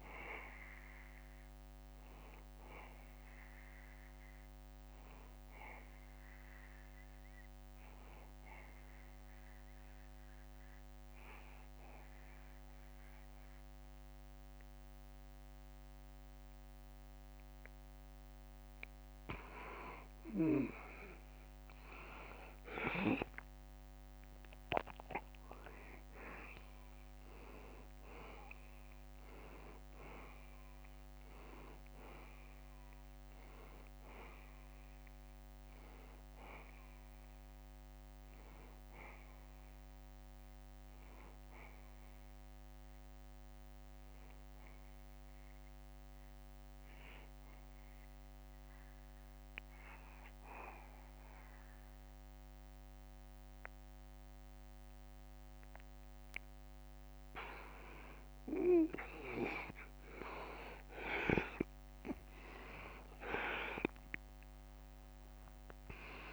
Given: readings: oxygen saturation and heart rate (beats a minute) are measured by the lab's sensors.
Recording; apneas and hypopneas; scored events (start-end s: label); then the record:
breathing in sleep by a microphone on the trachea; 2
0.00-11.50 s: oxygen desaturation (device-marked, oxygen 88% lowest, heart rate 71 extreme)
8.00-19.00 s: obstructive apnea (oxygen 95% before, 89% lowest, heart rate 74 before, 71 extreme, up 1 after)
23.00-28.00 s: arousal
26.50-48.50 s: oxygen desaturation (device-marked, oxygen 95% before, 89% lowest, heart rate 73 before, 69 extreme)
46.50-57.50 s: obstructive apnea (oxygen 95% before, 89% lowest, heart rate 75 before, 69 extreme, up 4 after)
63.00-66.33 s: arousal
63.50-66.33 s: oxygen desaturation (device-marked, oxygen 95% before, 89% lowest, heart rate 71 before, 71 extreme)
From the record:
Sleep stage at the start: N2 (light sleep); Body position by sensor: on the back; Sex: male